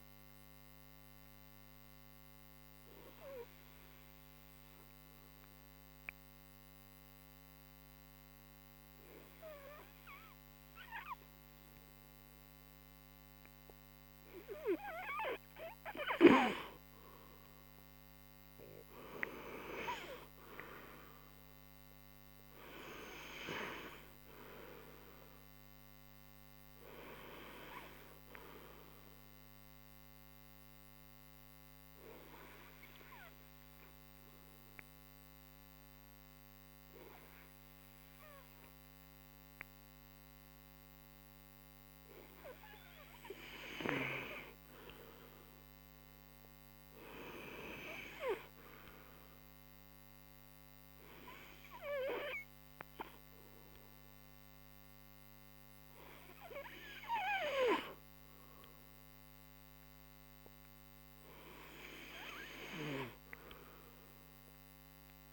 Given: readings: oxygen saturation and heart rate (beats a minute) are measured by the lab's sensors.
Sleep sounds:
breathing in sleep by a microphone on the trachea; 2
0.00-17.00 s: oxygen desaturation (device-marked, oxygen 93% lowest)
2.50-13.50 s: hypopnea (oxygen 96% before, 92% lowest)
17.50-20.50 s: arousal
31.00-41.00 s: oxygen desaturation (device-marked, oxygen 96% before, 92% lowest)
32.50-44.00 s: hypopnea (oxygen 97% before, 92% lowest)
45.00-48.50 s: arousal
53.00-65.00 s: oxygen desaturation (device-marked, oxygen 97% before, 93% lowest)
From the record:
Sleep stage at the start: N2 (light sleep); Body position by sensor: on the right side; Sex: male

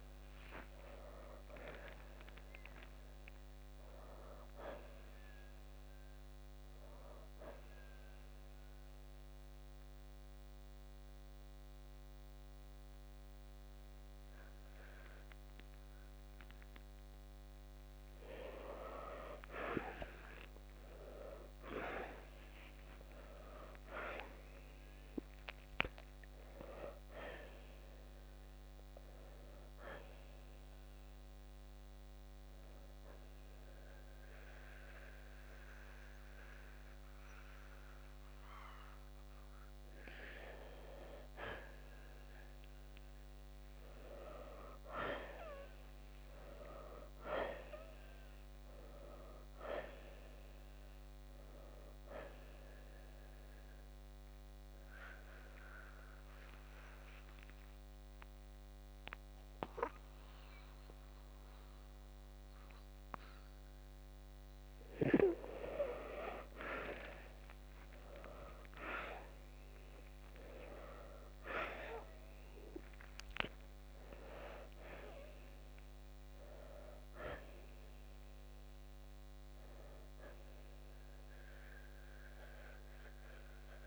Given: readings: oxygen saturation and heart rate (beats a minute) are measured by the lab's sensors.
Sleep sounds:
breathing in sleep by a microphone on the trachea; 3
8.00-21.00 s: oxygen desaturation (device-marked, oxygen 95% before, 88% lowest, heart rate 66 before, 58 extreme)
8.50-19.00 s: mixed apnea (oxygen 95% before, 88% lowest, heart rate 66 before, 58 extreme, up 4 after)
21.50-26.00 s: arousal
30.50-41.00 s: hypopnea (oxygen 95% before, 86% lowest, heart rate 64 before, 58 extreme, up 5 after)
32.00-49.00 s: oxygen desaturation (device-marked, oxygen 95% before, 88% lowest, heart rate 65 before, 56 extreme)
47.50-51.00 s: arousal
51.00-71.00 s: oxygen desaturation (device-marked, oxygen 95% before, 88% lowest, heart rate 67 before, 56 extreme)
53.00-65.00 s: central apnea (oxygen 95% before, 86% lowest, heart rate 67 before, 56 extreme, up 7 after)
67.50-72.00 s: arousal
77.00-83.87 s: oxygen desaturation (device-marked, oxygen 94% before, 86% lowest, heart rate 65 before, 57 extreme)
From the record:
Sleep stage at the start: N2 (light sleep); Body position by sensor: on the back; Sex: male

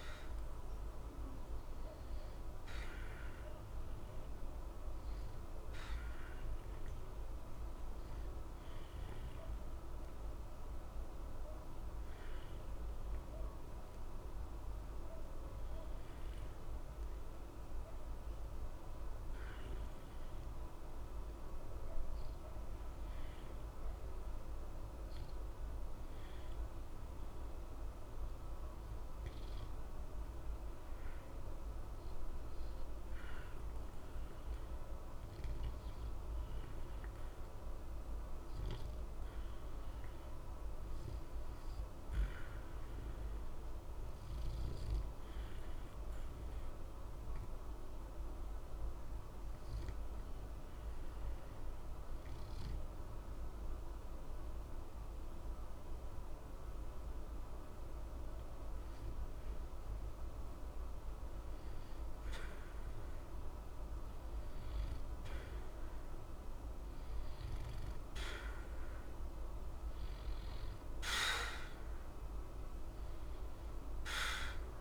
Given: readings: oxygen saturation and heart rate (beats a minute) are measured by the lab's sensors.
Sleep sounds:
breathing in sleep, hard to hear, by a room microphone; 1
0.00-20.50 s: oxygen desaturation (device-marked, oxygen 90% lowest, heart rate 60 extreme)
46.00-58.50 s: obstructive apnea (oxygen 93% before, 88% lowest, heart rate 61 before, 60 extreme, up 0 after)
61.50-65.00 s: arousal
From the record:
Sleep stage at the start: N2 (light sleep); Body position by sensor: on the back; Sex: male

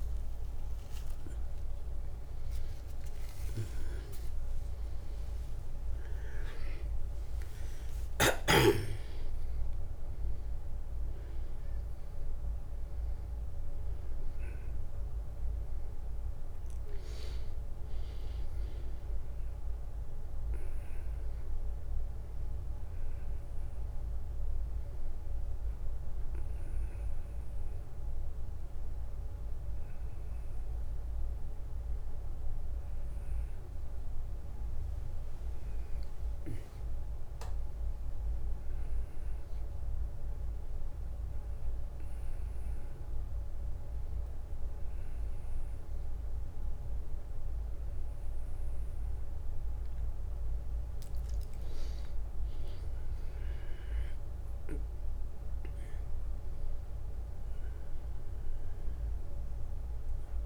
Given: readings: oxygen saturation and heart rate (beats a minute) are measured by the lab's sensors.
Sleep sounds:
a person awake in a sleep study, hard to hear, by a room microphone; none
none scored
From the record:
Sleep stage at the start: awake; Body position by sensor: on the back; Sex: male

